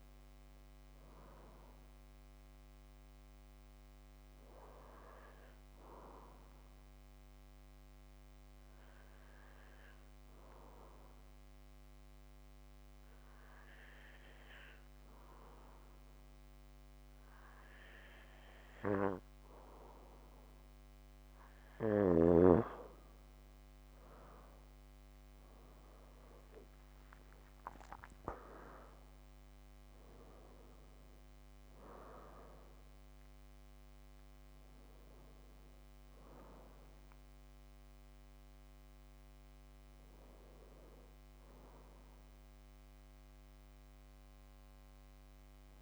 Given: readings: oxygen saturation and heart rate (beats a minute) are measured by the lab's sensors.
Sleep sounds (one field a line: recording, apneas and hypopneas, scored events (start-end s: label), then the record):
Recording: breathing in sleep by a microphone on the trachea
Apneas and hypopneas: 1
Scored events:
6.00-20.50 s: obstructive apnea (oxygen 95% before, 90% lowest, heart rate 61 before, 56 extreme, up 11 after)
24.00-45.82 s: oxygen desaturation (device-marked, oxygen 95% before, 90% lowest, heart rate 57 before, 57 extreme)
26.00-30.50 s: arousal
From the record:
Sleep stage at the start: N2 (light sleep)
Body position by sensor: on the back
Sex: male